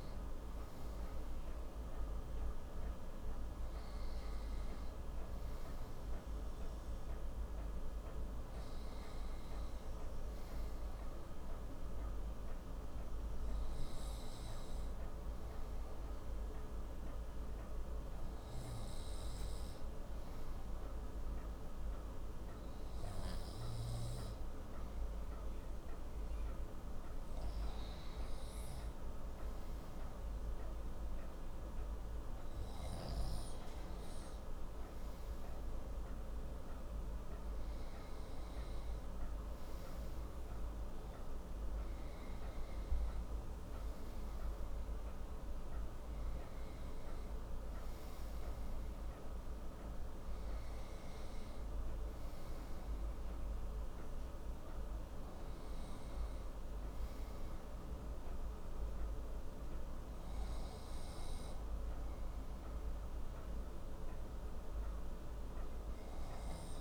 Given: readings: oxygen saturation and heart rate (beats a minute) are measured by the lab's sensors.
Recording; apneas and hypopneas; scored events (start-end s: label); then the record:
breathing in sleep, hard to hear, by a room microphone; none
65.00-66.81 s: new sleep stage, N2 (light sleep)
From the record:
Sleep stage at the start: N1 (lightest sleep); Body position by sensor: on the right side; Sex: male